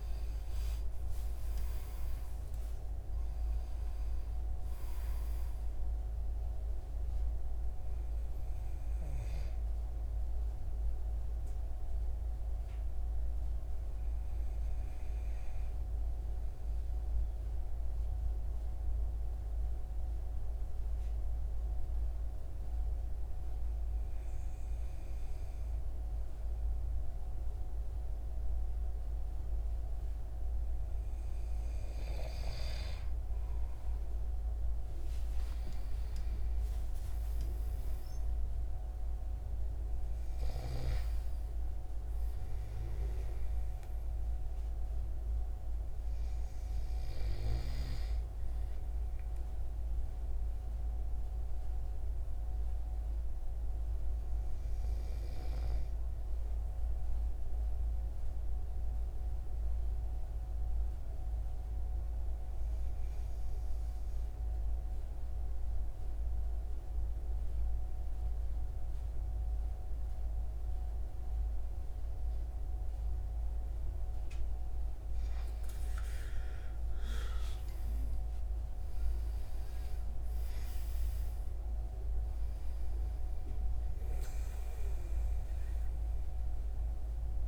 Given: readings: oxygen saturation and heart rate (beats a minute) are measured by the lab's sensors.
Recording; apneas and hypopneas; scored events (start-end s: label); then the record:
breathing in sleep, hard to hear, by a room microphone; 2
0.00-1.00 s: arousal
0.00-20.00 s: oxygen desaturation (device-marked, oxygen 91% lowest, heart rate 72 extreme)
16.00-30.00 s: mixed apnea (oxygen 96% before, 91% lowest, heart rate 77 before, 72 extreme, up 20 after)
33.50-37.00 s: arousal
51.50-74.00 s: hypopnea (oxygen 97% before, 91% lowest, heart rate 81 before, 72 extreme, up 5 after)
76.50-81.00 s: arousal
79.00-87.47 s: oxygen desaturation (device-marked, oxygen 96% before, 91% lowest, heart rate 79 before, 72 extreme)
From the record:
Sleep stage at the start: N2 (light sleep); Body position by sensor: on the right side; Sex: male